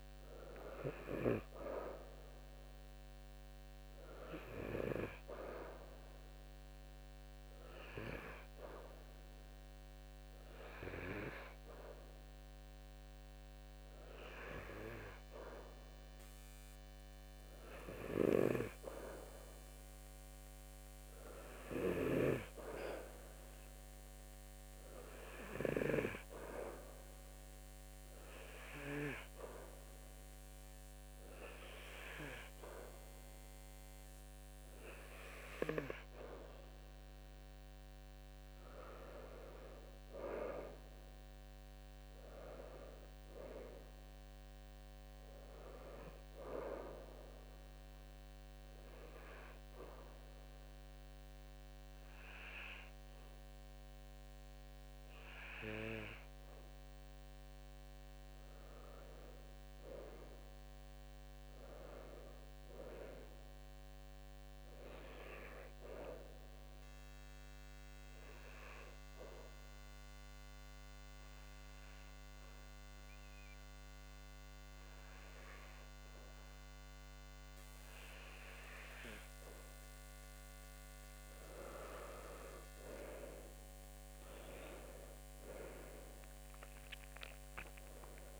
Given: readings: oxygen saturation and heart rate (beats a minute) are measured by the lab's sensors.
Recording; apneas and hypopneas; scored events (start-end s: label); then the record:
breathing in sleep by a microphone on the trachea; 4
6.00-16.00 s: obstructive apnea (oxygen 92% before, 92% lowest, heart rate 76 before, 72 extreme, up 2 after)
19.50-23.00 s: arousal
27.00-37.00 s: obstructive apnea (oxygen 96% before, 92% lowest, heart rate 72 before, 72 extreme, up 8 after)
38.50-42.00 s: arousal
47.50-57.50 s: obstructive apnea (oxygen 96% before, 92% lowest, heart rate 76 before, 71 extreme, up 7 after)
60.50-64.00 s: arousal
67.00-79.50 s: obstructive apnea (oxygen 94% before, 93% lowest, heart rate 75 before, 70 extreme, up 8 after)
83.00-87.50 s: arousal
From the record:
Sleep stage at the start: N2 (light sleep); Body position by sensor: on the back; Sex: male